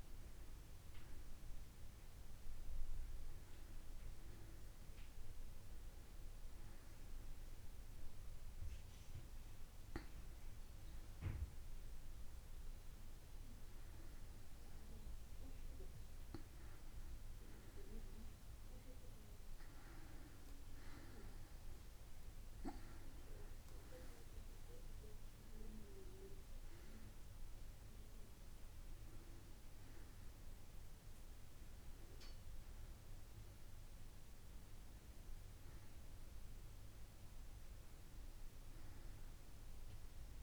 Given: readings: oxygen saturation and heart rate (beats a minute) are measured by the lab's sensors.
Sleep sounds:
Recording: a person awake in a sleep study, hard to hear, by a room microphone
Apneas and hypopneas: none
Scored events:
21.00-40.42 s: oxygen desaturation (device-marked, oxygen 94% before, 90% lowest)
From the record:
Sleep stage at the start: awake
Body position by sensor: on the back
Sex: female

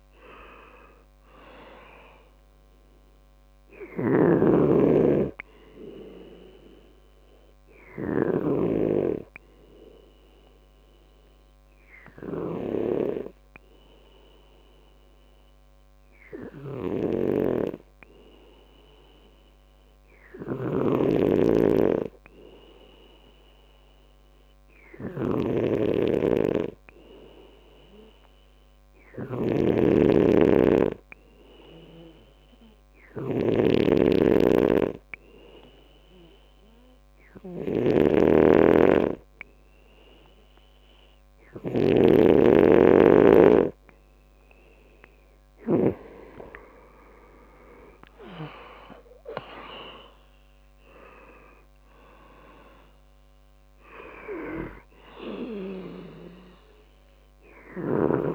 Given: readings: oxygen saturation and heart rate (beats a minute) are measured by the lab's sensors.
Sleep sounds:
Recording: breathing in sleep by a microphone on the trachea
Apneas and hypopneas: 1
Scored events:
0.00-24.50 s: oxygen desaturation (device-marked, oxygen 92% lowest, heart rate 62 extreme)
4.00-9.00 s: snoring (device-marked)
13.50-44.00 s: hypopnea (oxygen 98% before, 92% lowest, heart rate 69 before, 60 extreme, up 9 after)
29.50-46.00 s: snoring (device-marked)
44.50-58.35 s: oxygen desaturation (device-marked, oxygen 97% before, 92% lowest, heart rate 65 before, 60 extreme)
47.00-51.00 s: arousal
From the record:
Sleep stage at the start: N2 (light sleep)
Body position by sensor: on the left side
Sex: male

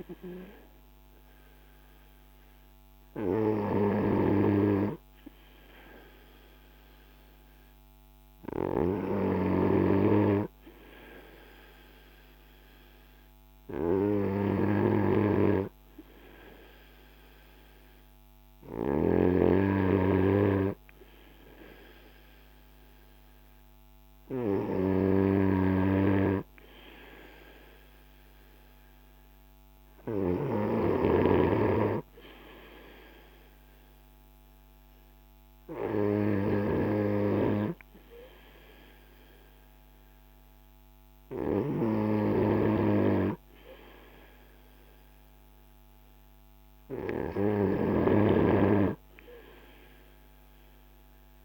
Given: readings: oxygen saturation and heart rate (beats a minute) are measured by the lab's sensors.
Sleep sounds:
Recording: breathing in sleep by a microphone on the trachea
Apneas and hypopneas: none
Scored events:
none scored
From the record:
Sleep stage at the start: N2 (light sleep)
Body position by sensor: on the front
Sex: male

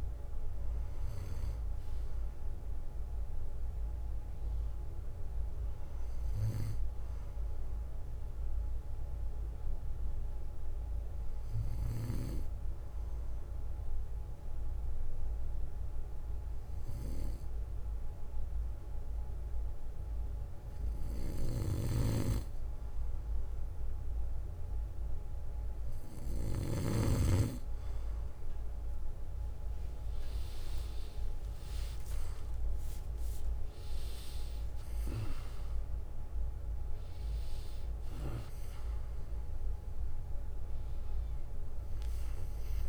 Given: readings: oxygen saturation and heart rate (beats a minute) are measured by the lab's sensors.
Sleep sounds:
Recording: breathing in sleep by a room microphone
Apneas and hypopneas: 1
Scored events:
9.50-22.00 s: obstructive apnea (oxygen 95% before, 93% lowest, heart rate 68 before, 62 extreme, up 12 after)
21.50-27.00 s: snoring (device-marked)
30.00-34.50 s: arousal
From the record:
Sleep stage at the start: N2 (light sleep)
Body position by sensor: on the back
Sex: male

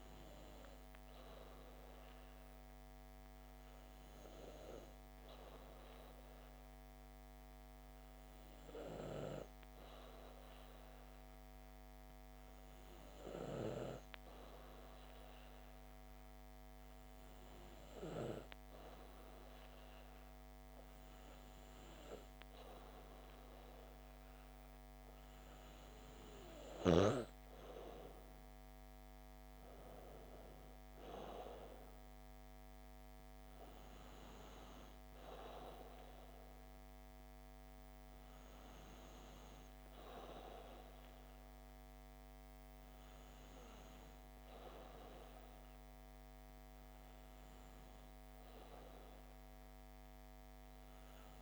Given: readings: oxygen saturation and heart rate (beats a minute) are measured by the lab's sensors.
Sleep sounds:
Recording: breathing in sleep by a microphone on the trachea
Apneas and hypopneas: none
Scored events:
none scored
From the record:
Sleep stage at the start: N2 (light sleep)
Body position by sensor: on the back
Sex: female

